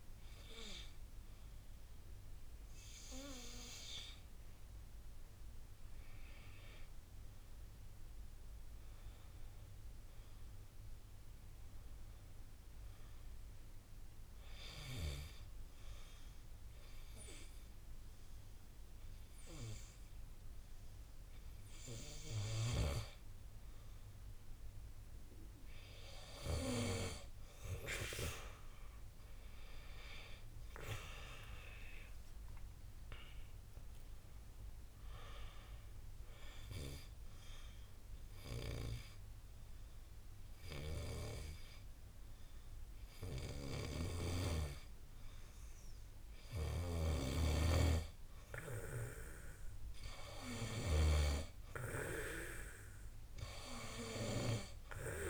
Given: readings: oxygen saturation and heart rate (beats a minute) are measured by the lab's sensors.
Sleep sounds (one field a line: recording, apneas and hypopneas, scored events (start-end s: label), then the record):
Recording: breathing in sleep by a room microphone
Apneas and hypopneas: 2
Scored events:
10.00-13.00 s: arousal
14.00-24.00 s: hypopnea (oxygen 94% before, 91% lowest, heart rate 61 before, 49 extreme, up 14 after)
30.50-34.50 s: arousal
32.00-54.00 s: oxygen desaturation (device-marked, oxygen 95% before, 91% lowest, heart rate 57 before, 49 extreme)
36.50-46.50 s: obstructive apnea (oxygen 96% before, 91% lowest, heart rate 59 before, 49 extreme, up 12 after)
49.50-53.50 s: arousal
From the record:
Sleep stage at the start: N2 (light sleep)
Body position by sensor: on the back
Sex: male